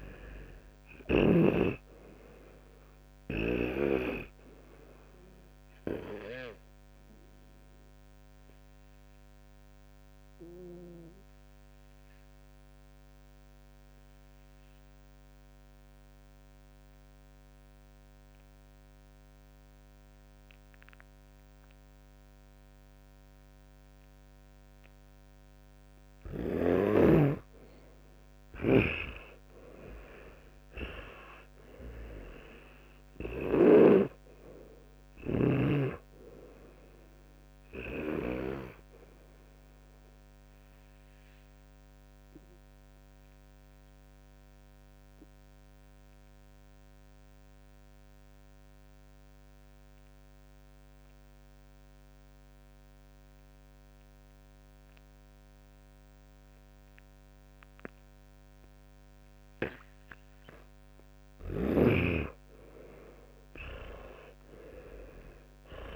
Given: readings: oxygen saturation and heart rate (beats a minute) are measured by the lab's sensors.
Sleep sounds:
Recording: breathing in sleep by a microphone on the trachea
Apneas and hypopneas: 2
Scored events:
0.00-1.00 s: arousal
0.00-1.50 s: snoring (device-marked)
6.00-11.00 s: oxygen desaturation (device-marked, oxygen 98% before, 91% lowest, heart rate 73 before, 56 extreme)
7.00-25.50 s: obstructive apnea (oxygen 98% before, 90% lowest, heart rate 74 before, 56 extreme, up 35 after)
28.50-33.00 s: arousal
28.50-38.50 s: snoring (device-marked)
39.50-60.50 s: obstructive apnea (oxygen 99% before, 90% lowest, heart rate 71 before, 57 extreme, up 23 after)
62.50-65.96 s: arousal
From the record:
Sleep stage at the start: N2 (light sleep)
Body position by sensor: on the back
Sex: male

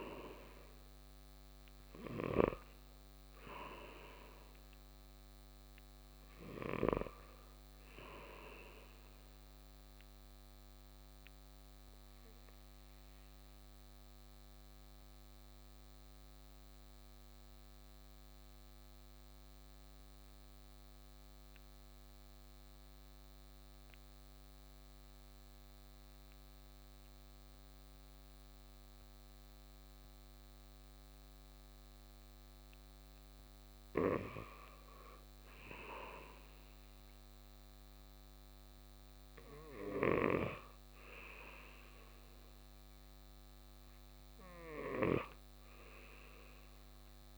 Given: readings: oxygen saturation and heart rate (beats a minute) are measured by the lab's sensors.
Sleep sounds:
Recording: breathing in sleep by a microphone on the trachea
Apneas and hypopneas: 1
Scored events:
0.00-23.00 s: oxygen desaturation (device-marked, oxygen 88% lowest, heart rate 46 extreme)
11.50-35.50 s: central apnea (oxygen 96% before, 88% lowest, heart rate 61 before, 46 extreme, up 6 after)
37.50-42.50 s: arousal
From the record:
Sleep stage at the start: N2 (light sleep)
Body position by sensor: on the right side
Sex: male

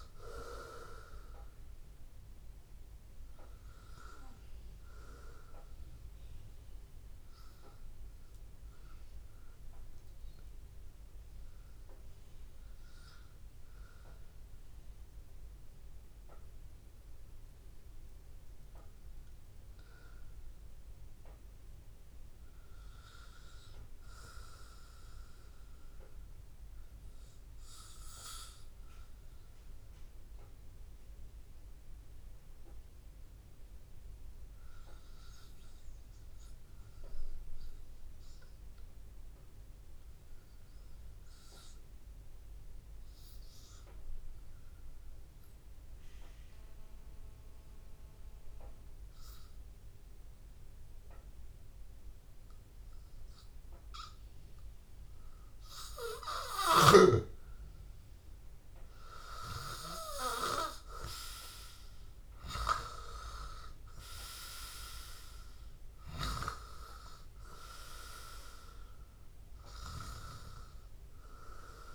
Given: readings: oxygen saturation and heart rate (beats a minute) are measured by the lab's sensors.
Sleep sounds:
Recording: breathing in sleep by a room microphone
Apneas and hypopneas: 1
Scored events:
0.00-21.00 s: oxygen desaturation (device-marked, oxygen 89% lowest, heart rate 83 extreme)
21.00-24.50 s: arousal
27.00-55.50 s: hypopnea (oxygen 100% before, 93% lowest, heart rate 85 before, 82 extreme, up 1 after)
55.00-71.95 s: oxygen desaturation (device-marked, oxygen 98% before, 93% lowest, heart rate 84 before, 81 extreme)
57.00-60.50 s: arousal
From the record:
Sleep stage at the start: REM sleep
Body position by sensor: on the back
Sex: male

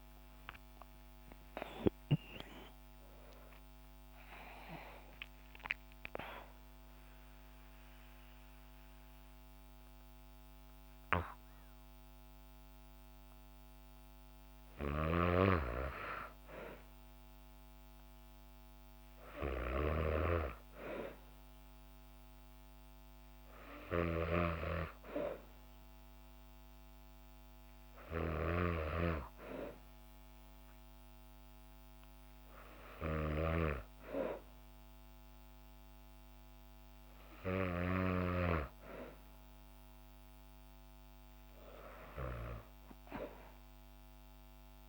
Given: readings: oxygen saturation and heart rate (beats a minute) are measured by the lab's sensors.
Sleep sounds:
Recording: breathing in sleep by a microphone on the trachea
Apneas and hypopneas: none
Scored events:
0.50-5.50 s: arousal
26.00-33.00 s: oxygen desaturation (device-marked, oxygen 96% before, 93% lowest, heart rate 60 before, 58 extreme)
40.50-44.50 s: arousal
From the record:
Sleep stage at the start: N2 (light sleep)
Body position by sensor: on the back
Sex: female

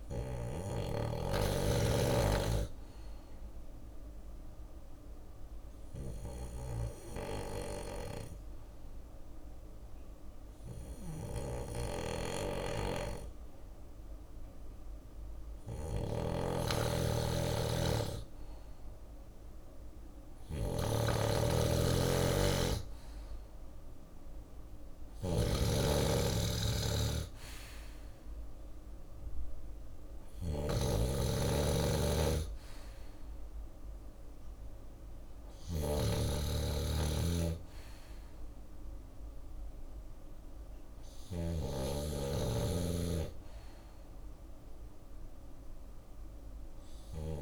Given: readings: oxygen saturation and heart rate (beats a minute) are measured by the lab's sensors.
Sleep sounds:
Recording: breathing in sleep by a room microphone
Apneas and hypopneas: 1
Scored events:
0.00-12.50 s: drop in pulse transit time (device-marked, heart rate 61 extreme)
1.00-18.00 s: obstructive apnea (oxygen 96% before, 93% lowest, heart rate 65 before, 61 extreme, up 5 after)
10.00-47.42 s: snoring (device-marked)
23.00-26.50 s: arousal
From the record:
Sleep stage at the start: N2 (light sleep)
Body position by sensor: on the left side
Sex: male

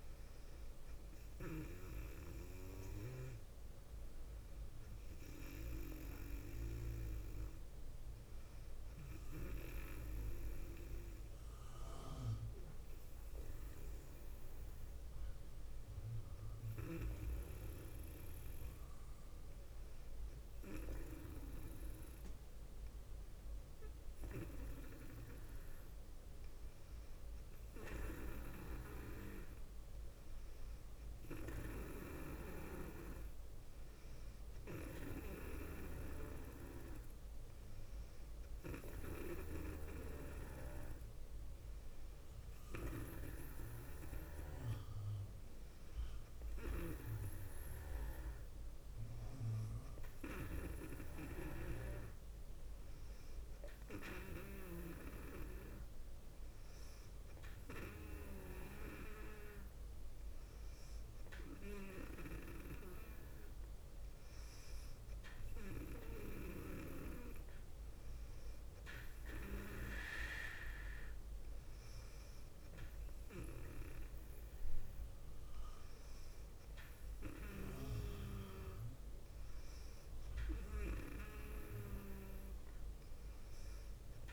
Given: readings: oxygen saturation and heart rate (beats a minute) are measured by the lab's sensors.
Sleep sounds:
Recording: breathing in sleep by a room microphone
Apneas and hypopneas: none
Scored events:
none scored
From the record:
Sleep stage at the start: N2 (light sleep)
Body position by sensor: on the left side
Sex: female

